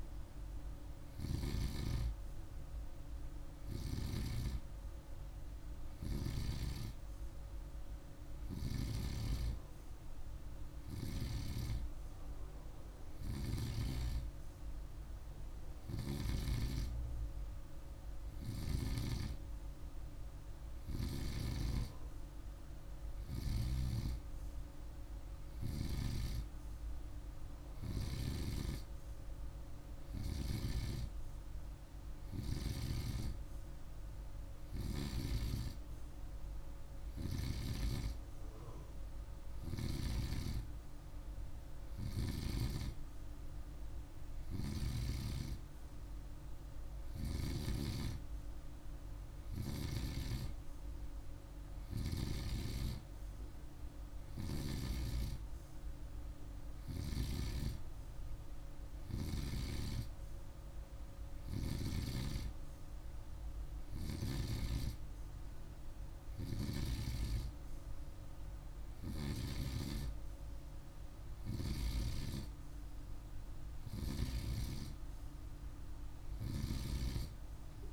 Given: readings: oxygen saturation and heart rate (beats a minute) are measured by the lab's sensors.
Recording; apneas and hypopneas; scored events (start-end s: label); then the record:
breathing in sleep by a room microphone; none
none scored
From the record:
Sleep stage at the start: N2 (light sleep); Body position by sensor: on the right side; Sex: male